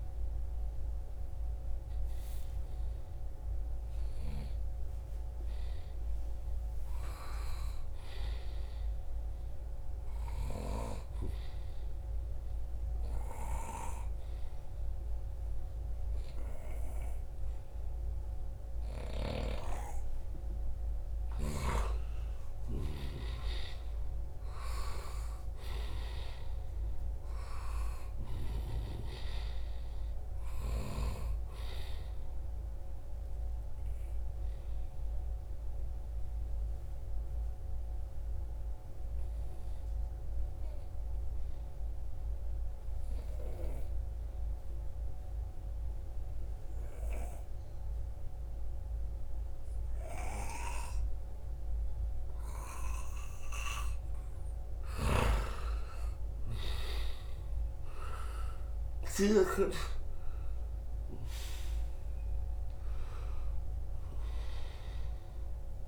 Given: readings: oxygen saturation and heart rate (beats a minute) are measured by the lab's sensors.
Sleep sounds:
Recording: breathing in sleep by a room microphone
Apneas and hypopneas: 2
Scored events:
0.00-5.50 s: oxygen desaturation (device-marked, oxygen 93% lowest, heart rate 77 extreme)
10.50-20.50 s: obstructive apnea (oxygen 97% before, 89% lowest, heart rate 82 before, 76 extreme, up 2 after)
23.50-27.00 s: arousal
30.50-37.50 s: oxygen desaturation (device-marked, oxygen 94% before, 91% lowest, heart rate 79 before, 71 extreme)
34.00-53.50 s: obstructive apnea (oxygen 95% before, 89% lowest, heart rate 79 before, 71 extreme, up 3 after)
53.50-65.87 s: oxygen desaturation (device-marked, oxygen 95% before, 89% lowest, heart rate 77 before, 70 extreme)
54.00-58.50 s: arousal
54.50-59.00 s: snoring (device-marked)
From the record:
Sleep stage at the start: N2 (light sleep)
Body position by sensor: on the right side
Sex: male

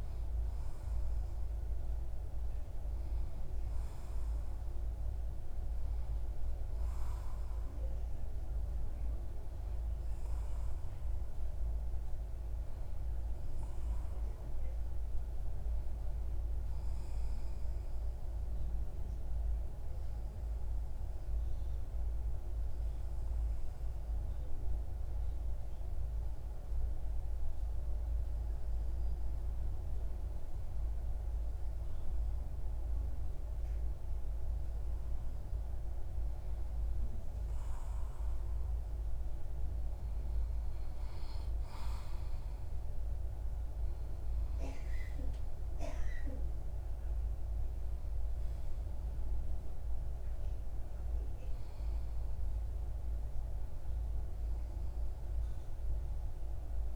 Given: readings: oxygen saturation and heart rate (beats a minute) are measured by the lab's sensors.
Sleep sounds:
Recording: breathing in sleep, hard to hear, by a room microphone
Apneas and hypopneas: 1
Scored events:
20.00-34.00 s: obstructive apnea (oxygen 95% before, 92% lowest, heart rate 61 before, 58 extreme, up 4 after)
38.00-42.50 s: arousal
From the record:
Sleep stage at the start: N2 (light sleep)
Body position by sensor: on the left side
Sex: male

